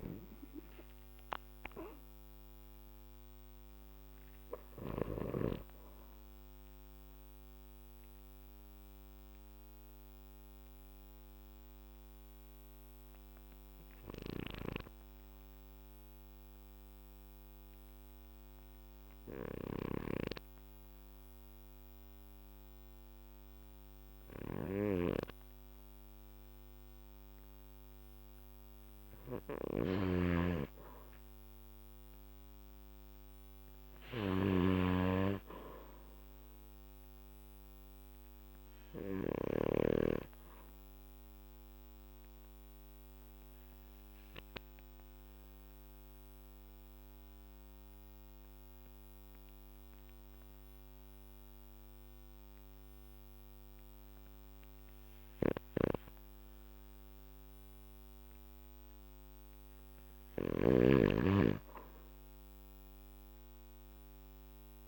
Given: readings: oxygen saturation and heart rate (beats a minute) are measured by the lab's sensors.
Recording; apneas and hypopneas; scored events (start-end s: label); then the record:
breathing in sleep by a microphone on the trachea; 2
7.00-28.00 s: obstructive apnea (oxygen 99% before, 91% lowest, heart rate 56 before, 47 extreme, up 9 after)
19.50-39.50 s: snoring (device-marked)
22.50-32.50 s: oxygen desaturation (device-marked, oxygen 96% before, 91% lowest, heart rate 55 before, 51 extreme)
31.50-36.50 s: arousal
41.50-59.00 s: obstructive apnea (oxygen 99% before, 91% lowest, heart rate 59 before, 51 extreme, up 5 after)
55.50-64.87 s: oxygen desaturation (device-marked, oxygen 98% before, 94% lowest, heart rate 56 before, 52 extreme)
55.50-64.87 s: snoring (device-marked)
62.00-64.87 s: arousal
From the record:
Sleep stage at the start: N2 (light sleep); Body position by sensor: on the back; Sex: male